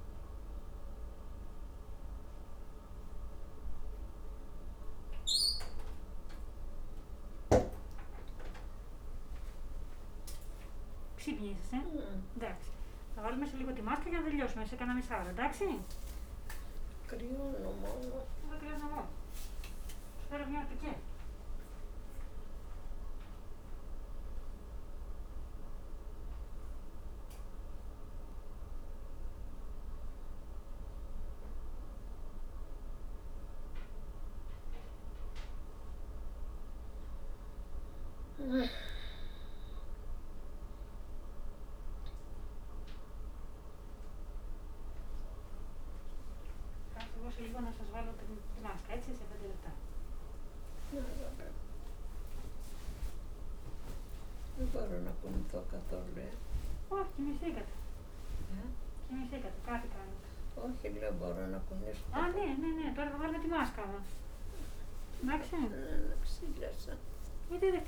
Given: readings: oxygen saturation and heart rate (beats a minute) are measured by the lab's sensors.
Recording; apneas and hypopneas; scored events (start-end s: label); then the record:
a person partly awake in a sleep study, by a room microphone; none
39.50-67.88 s: new sleep stage, awake
From the record:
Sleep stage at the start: N1 (lightest sleep); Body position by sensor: on the back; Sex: female